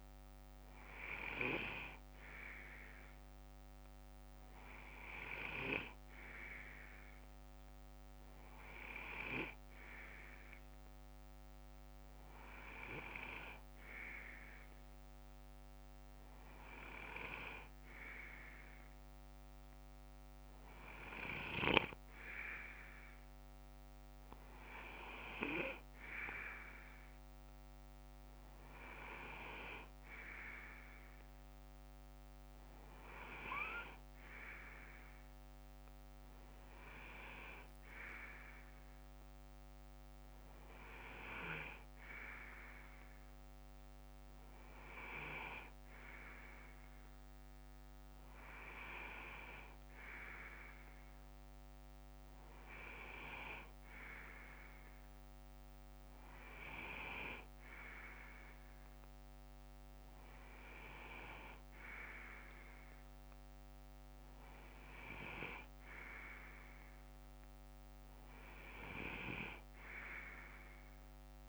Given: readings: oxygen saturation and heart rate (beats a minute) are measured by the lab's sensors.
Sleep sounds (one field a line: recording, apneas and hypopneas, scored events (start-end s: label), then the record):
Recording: breathing in sleep by a microphone on the trachea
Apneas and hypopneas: none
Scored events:
1.00-3.00 s: bradycardia (device-marked, heart rate 60 before, 60 extreme)
4.00-7.00 s: bradycardia (device-marked, heart rate 60 before, 57 extreme)
9.00-12.00 s: bradycardia (device-marked, heart rate 60 before, 59 extreme)
31.00-45.00 s: bradycardia (device-marked, heart rate 61 before, 56 extreme)
From the record:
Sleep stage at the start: N2 (light sleep)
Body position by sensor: on the left side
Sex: male